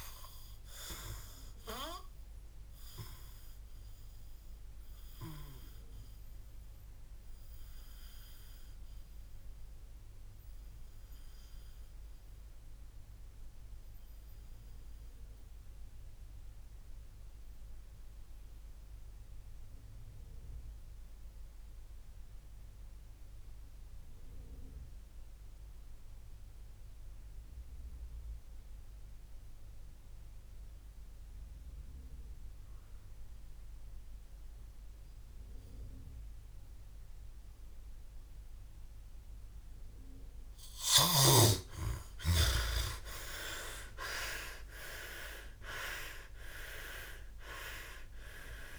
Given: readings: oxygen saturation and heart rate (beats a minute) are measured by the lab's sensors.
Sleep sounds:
breathing in sleep by a room microphone; 1
6.00-39.50 s: obstructive apnea (oxygen 98% before, 89% lowest, heart rate 68 before, 52 extreme)
8.50-10.50 s: oxygen desaturation (device-marked, oxygen 96% before, 91% lowest, heart rate 67 before, 52 extreme)
39.50-47.50 s: oxygen desaturation (device-marked, oxygen 98% before, 92% lowest, heart rate 54 before, 62 extreme)
42.00-46.00 s: arousal
From the record:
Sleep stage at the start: N2 (light sleep); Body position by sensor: on the back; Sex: male

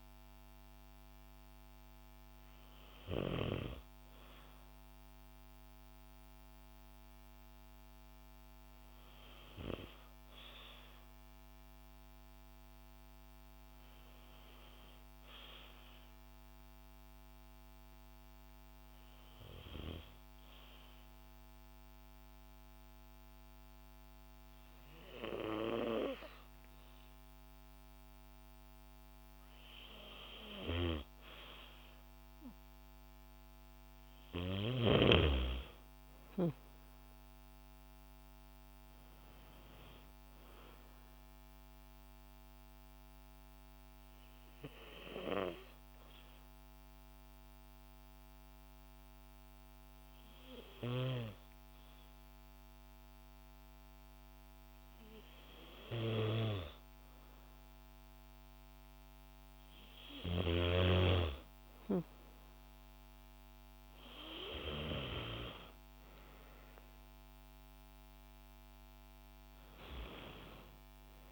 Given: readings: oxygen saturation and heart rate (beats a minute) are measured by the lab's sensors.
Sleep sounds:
breathing in sleep by a microphone on the trachea; 2
17.00-30.00 s: hypopnea (oxygen 95% before, 92% lowest, heart rate 58 before, 55 extreme, up 2 after)
33.00-37.00 s: arousal
40.50-55.00 s: hypopnea (oxygen 96% before, 92% lowest, heart rate 57 before, 55 extreme, up 5 after)
58.50-62.00 s: arousal
64.00-71.32 s: oxygen desaturation (device-marked, oxygen 95% before, 92% lowest, heart rate 57 before, 55 extreme)
From the record:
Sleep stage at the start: N2 (light sleep); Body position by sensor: on the back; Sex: female

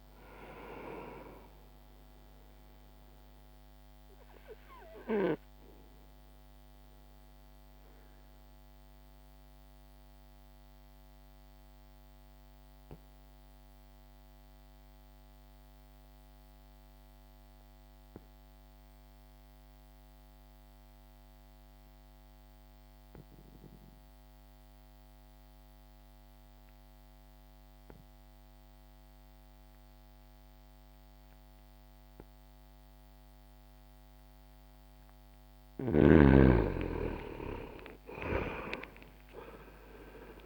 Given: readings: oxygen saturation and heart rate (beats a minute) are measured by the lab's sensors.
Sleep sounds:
breathing in sleep by a microphone on the trachea; 1
0.00-25.50 s: oxygen desaturation (device-marked, oxygen 85% lowest, heart rate 60 extreme)
4.50-36.00 s: mixed apnea (oxygen 99% before, 84% lowest, heart rate 61 before, 60 extreme, up 4 after)
31.50-40.46 s: oxygen desaturation (device-marked, oxygen 98% before, 84% lowest, heart rate 61 before, 60 extreme)
37.00-40.46 s: arousal
From the record:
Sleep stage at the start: N2 (light sleep); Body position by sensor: on the back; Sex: male

